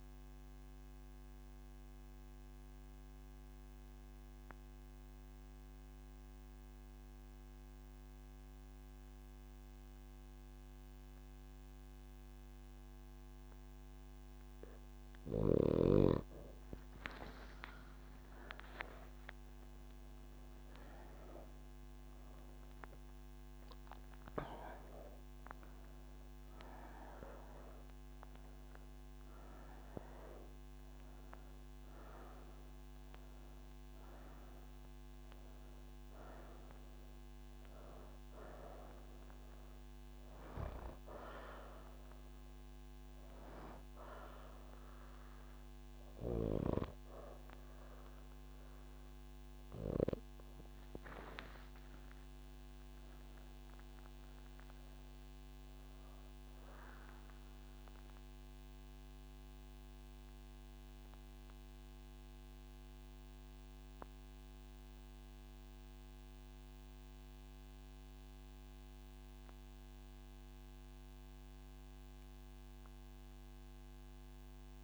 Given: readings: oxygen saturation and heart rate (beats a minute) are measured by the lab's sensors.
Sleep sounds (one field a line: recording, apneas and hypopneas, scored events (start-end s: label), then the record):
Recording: breathing in sleep by a microphone on the trachea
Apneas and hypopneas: none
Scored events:
19.50-60.50 s: oxygen desaturation (device-marked, oxygen 99% before, 87% lowest)
From the record:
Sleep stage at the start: N1 (lightest sleep)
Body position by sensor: on the right side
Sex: female